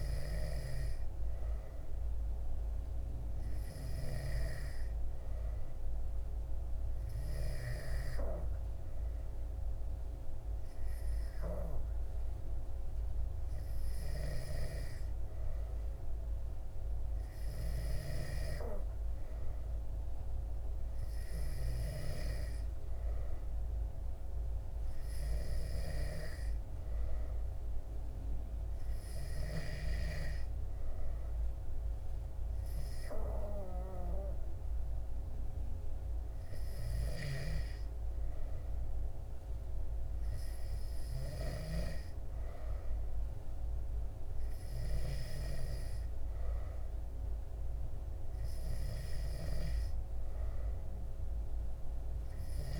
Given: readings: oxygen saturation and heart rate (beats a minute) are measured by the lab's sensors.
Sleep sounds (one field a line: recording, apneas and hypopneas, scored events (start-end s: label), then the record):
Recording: breathing in sleep by a room microphone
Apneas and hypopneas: none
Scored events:
none scored
From the record:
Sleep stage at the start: N2 (light sleep)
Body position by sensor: on the back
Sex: male